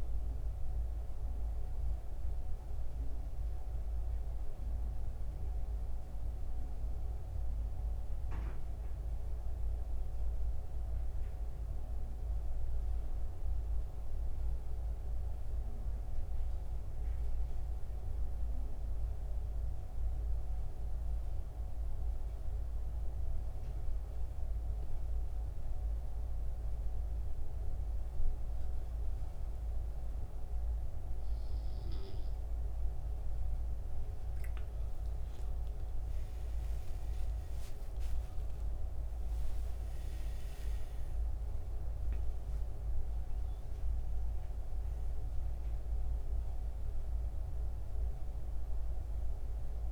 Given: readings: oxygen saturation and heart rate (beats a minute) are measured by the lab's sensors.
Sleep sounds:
breathing in sleep, hard to hear, by a room microphone; 1
0.00-12.50 s: oxygen desaturation (device-marked, oxygen 87% lowest, heart rate 66 extreme)
12.00-31.00 s: hypopnea (oxygen 92% before, 88% lowest, heart rate 76 before, 66 extreme, up 12 after)
34.50-40.50 s: arousal
34.50-49.92 s: oxygen desaturation (device-marked, oxygen 96% before, 88% lowest, heart rate 67 before, 64 extreme)
From the record:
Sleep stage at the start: N2 (light sleep); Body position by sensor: on the back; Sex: male

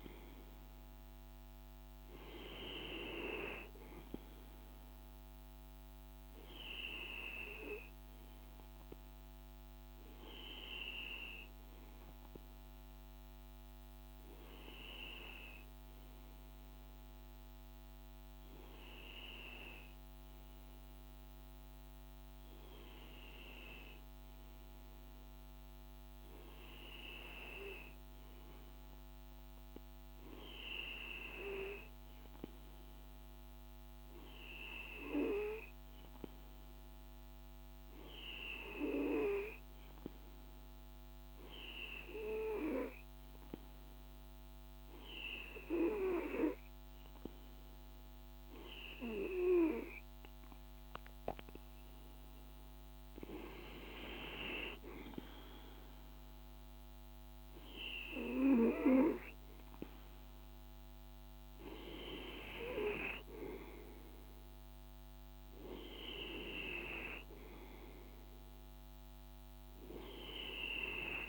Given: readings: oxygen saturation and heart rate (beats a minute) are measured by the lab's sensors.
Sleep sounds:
breathing in sleep by a microphone on the trachea; none
none scored
From the record:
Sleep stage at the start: N2 (light sleep); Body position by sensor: on the right side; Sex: male

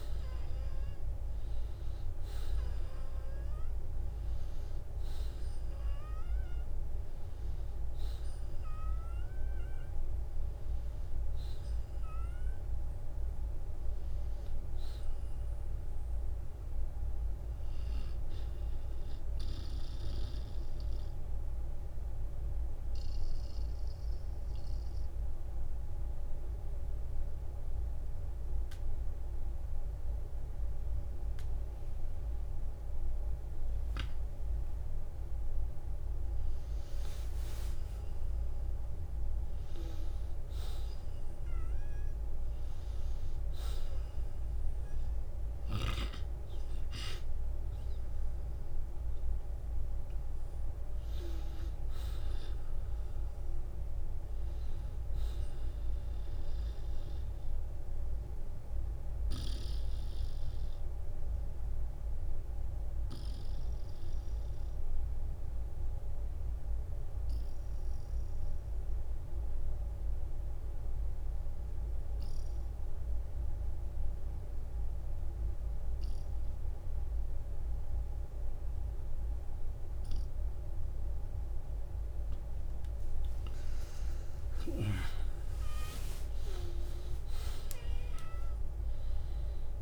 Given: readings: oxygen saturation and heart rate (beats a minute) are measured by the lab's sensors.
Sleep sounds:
breathing in sleep, hard to hear, by a room microphone; 2
0.00-6.50 s: oxygen desaturation (device-marked, oxygen 92% lowest, heart rate 49 extreme)
6.00-8.00 s: long interval between heartbeats (device-marked, heart rate 60 before, 77 extreme)
12.00-16.00 s: arousal
21.00-33.00 s: obstructive apnea (oxygen 94% before, 87% lowest, heart rate 68 before, 49 extreme, up 15 after)
22.50-34.50 s: oxygen desaturation (device-marked, oxygen 93% before, 87% lowest, heart rate 67 before, 49 extreme)
37.00-44.00 s: arousal
41.50-43.50 s: long interval between heartbeats (device-marked, heart rate 55 before, 60 extreme)
57.50-81.50 s: obstructive apnea (oxygen 96% before, 87% lowest, heart rate 60 before, 47 extreme, up 18 after)
62.50-64.50 s: long interval between heartbeats (device-marked, heart rate 56 before, 47 extreme)
63.50-78.50 s: oxygen desaturation (device-marked, oxygen 96% before, 90% lowest, heart rate 55 before, 47 extreme)
83.00-87.00 s: arousal
From the record:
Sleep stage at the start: N2 (light sleep); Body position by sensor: on the back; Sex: male

